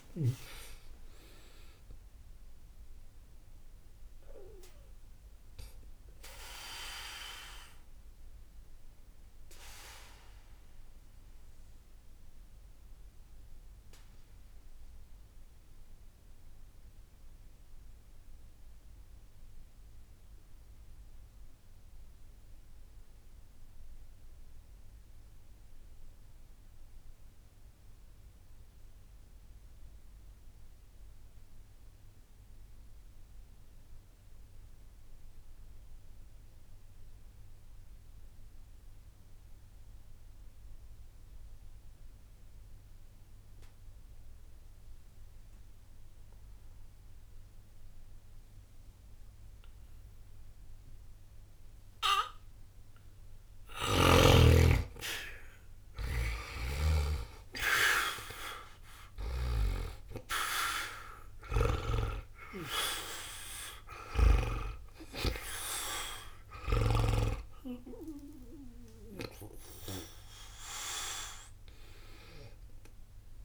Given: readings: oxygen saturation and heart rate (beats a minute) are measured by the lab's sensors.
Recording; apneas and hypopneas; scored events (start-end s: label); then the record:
breathing in sleep by a room microphone; 1
0.00-27.50 s: oxygen desaturation (device-marked, oxygen 79% lowest, heart rate 60 extreme)
4.50-53.50 s: obstructive apnea (oxygen 97% before, 76% lowest, heart rate 69 before, 60 extreme, up 0 after)
46.50-73.45 s: oxygen desaturation (device-marked, oxygen 99% before, 76% lowest, heart rate 60 before, 60 extreme)
53.50-57.00 s: snoring (device-marked)
57.00-61.50 s: arousal
From the record:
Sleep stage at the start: N2 (light sleep); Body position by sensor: on the back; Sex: male